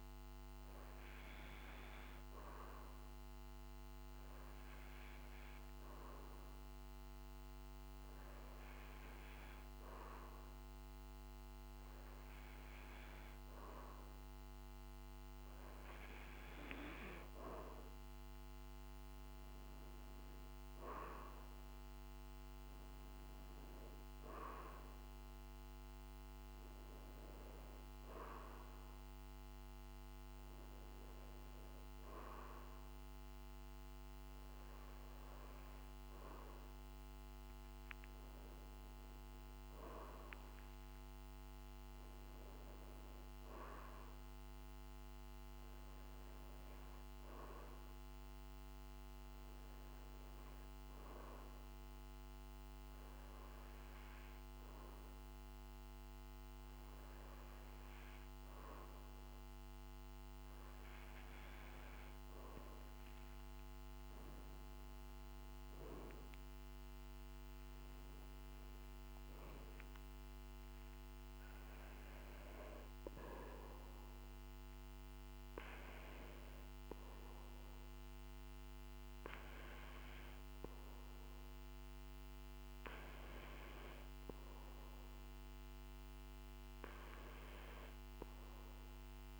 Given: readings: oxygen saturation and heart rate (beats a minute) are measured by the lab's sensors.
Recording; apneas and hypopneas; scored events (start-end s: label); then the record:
breathing in sleep by a microphone on the trachea; none
62.50-68.00 s: arousal
From the record:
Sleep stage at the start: N2 (light sleep); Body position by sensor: on the back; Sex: male